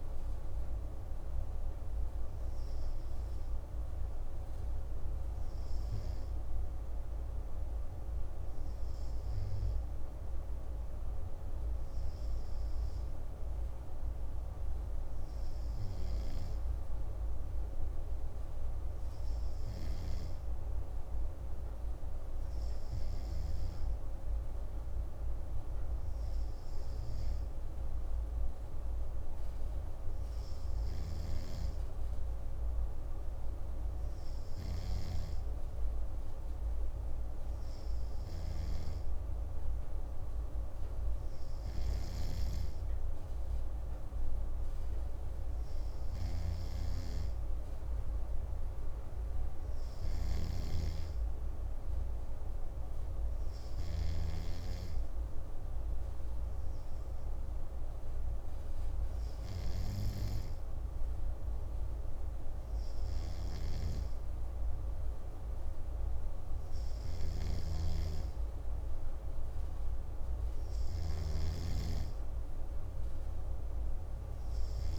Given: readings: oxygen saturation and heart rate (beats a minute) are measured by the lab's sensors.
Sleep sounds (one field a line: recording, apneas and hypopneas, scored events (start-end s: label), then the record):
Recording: breathing in sleep, hard to hear, by a room microphone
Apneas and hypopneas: none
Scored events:
30.50-74.99 s: snoring (device-marked)
From the record:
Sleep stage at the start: N2 (light sleep)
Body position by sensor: on the right side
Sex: male